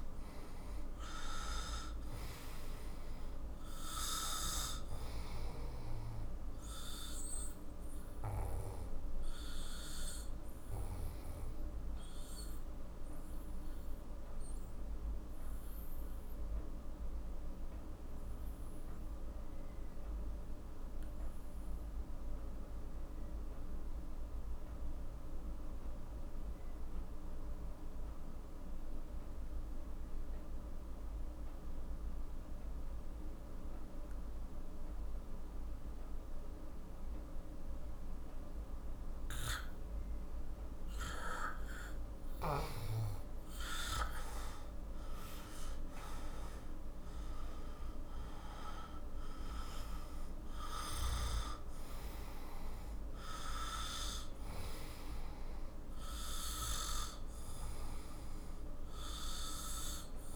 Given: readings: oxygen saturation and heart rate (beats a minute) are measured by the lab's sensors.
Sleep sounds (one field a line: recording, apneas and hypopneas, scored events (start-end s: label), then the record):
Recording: breathing in sleep by a room microphone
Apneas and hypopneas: 1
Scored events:
0.00-1.00 s: arousal
1.50-20.50 s: oxygen desaturation (device-marked, oxygen 97% before, 92% lowest, heart rate 54 before, 48 extreme)
12.50-42.00 s: obstructive apnea (oxygen 97% before, 85% lowest, heart rate 57 before, 49 extreme, up 14 after)
31.50-60.36 s: oxygen desaturation (device-marked, oxygen 98% before, 85% lowest, heart rate 50 before, 50 extreme)
44.50-49.00 s: arousal
From the record:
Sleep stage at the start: REM sleep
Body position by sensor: on the back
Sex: male